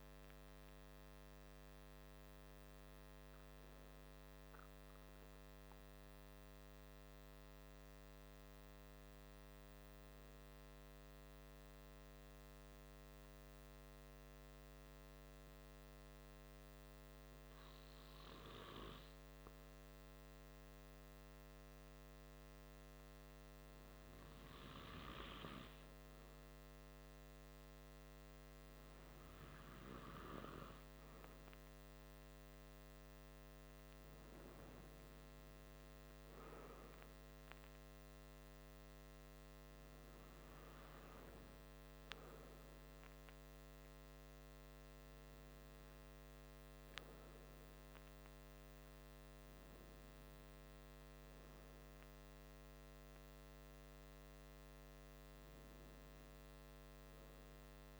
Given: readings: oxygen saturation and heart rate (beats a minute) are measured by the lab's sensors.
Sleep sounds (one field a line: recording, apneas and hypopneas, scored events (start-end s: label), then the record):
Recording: breathing in sleep, hard to hear, by a microphone on the trachea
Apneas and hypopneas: 1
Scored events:
5.00-35.00 s: new sleep stage, N1 (lightest sleep)
10.50-28.00 s: hypopnea (oxygen 97% before, 95% lowest, heart rate 66 before, 43 extreme, up 3 after)
30.00-33.50 s: arousal
35.00-58.00 s: new sleep stage, N2 (light sleep)
From the record:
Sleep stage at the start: N2 (light sleep)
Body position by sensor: on the back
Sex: male